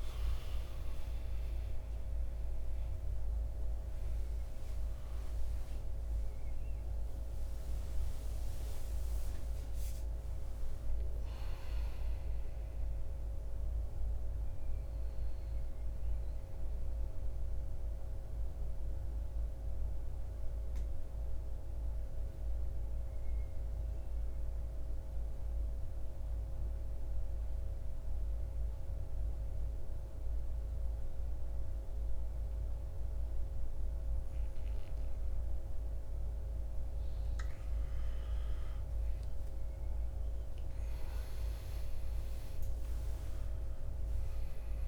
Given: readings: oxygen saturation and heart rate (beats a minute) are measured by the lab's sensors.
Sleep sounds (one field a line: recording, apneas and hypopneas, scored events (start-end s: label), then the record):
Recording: breathing in sleep, hard to hear, by a room microphone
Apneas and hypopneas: 1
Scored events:
0.00-3.00 s: arousal
6.00-27.00 s: oxygen desaturation (device-marked, oxygen 96% before, 91% lowest, heart rate 61 before, 54 extreme)
17.00-35.50 s: mixed apnea (oxygen 96% before, 87% lowest, heart rate 67 before, 54 extreme, up 14 after)
37.00-41.00 s: arousal
43.00-44.88 s: oxygen desaturation (device-marked, oxygen 97% before, 87% lowest, heart rate 57 before, 53 extreme)
From the record:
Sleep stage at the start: N2 (light sleep)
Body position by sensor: on the back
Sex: male